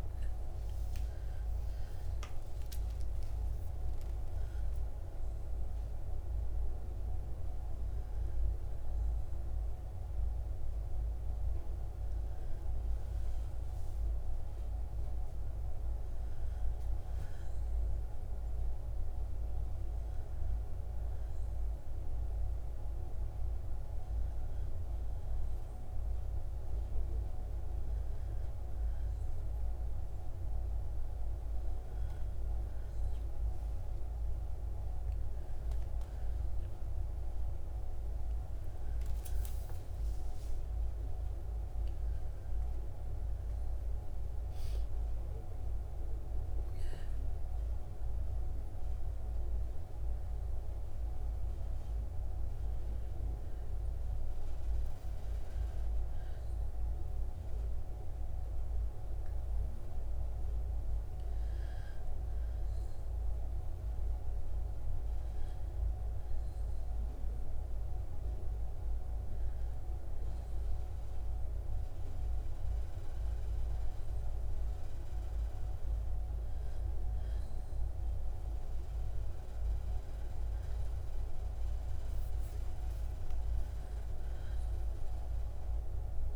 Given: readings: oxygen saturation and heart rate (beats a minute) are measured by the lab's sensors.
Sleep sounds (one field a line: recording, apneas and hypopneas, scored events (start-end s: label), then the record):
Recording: breathing in sleep, hard to hear, by a room microphone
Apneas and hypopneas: none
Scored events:
57.00-61.00 s: arousal
78.00-82.00 s: arousal
From the record:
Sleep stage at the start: N2 (light sleep)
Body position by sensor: on the back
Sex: female